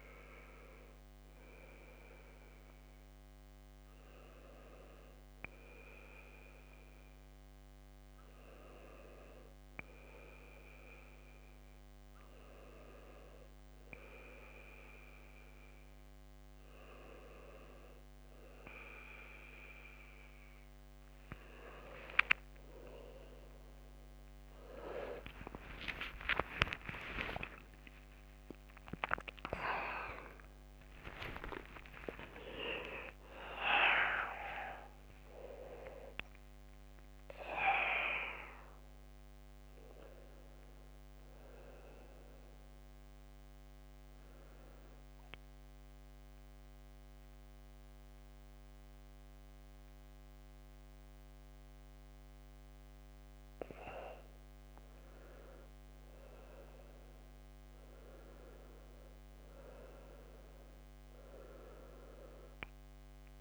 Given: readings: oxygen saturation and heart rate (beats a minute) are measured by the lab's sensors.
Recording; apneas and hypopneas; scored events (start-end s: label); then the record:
breathing in sleep by a microphone on the trachea; 2
0.00-1.00 s: arousal
8.00-19.50 s: hypopnea (oxygen 96% before, 93% lowest, heart rate 72 before, 74 extreme, up 55 after)
24.00-28.00 s: arousal
25.00-27.00 s: long interval between heartbeats (device-marked, heart rate 76 before, 109 extreme)
30.50-32.50 s: long interval between heartbeats (device-marked, heart rate 88 before, 114 extreme)
43.50-54.00 s: central apnea (oxygen 95% before, 92% lowest, heart rate 104 before, 69 extreme, up 3 after)
60.00-63.41 s: oxygen desaturation (device-marked, oxygen 97% before, 93% lowest, heart rate 76 before, 83 extreme)
From the record:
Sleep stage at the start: N2 (light sleep); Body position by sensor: on the back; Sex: male